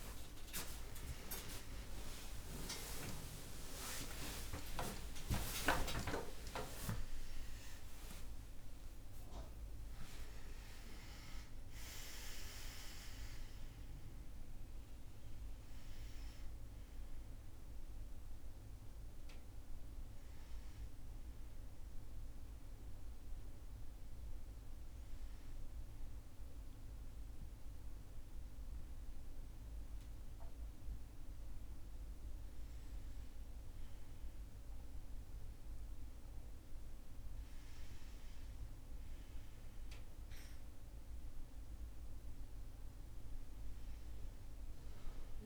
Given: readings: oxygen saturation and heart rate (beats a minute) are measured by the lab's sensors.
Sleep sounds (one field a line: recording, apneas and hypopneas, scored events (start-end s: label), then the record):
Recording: a person partly awake in a sleep study, by a room microphone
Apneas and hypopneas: none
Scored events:
21.50-45.46 s: new sleep stage, N1 (lightest sleep)
42.50-45.46 s: oxygen desaturation (device-marked, oxygen 98% before, 94% lowest, heart rate 68 before, 61 extreme)
From the record:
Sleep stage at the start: awake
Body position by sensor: on the back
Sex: male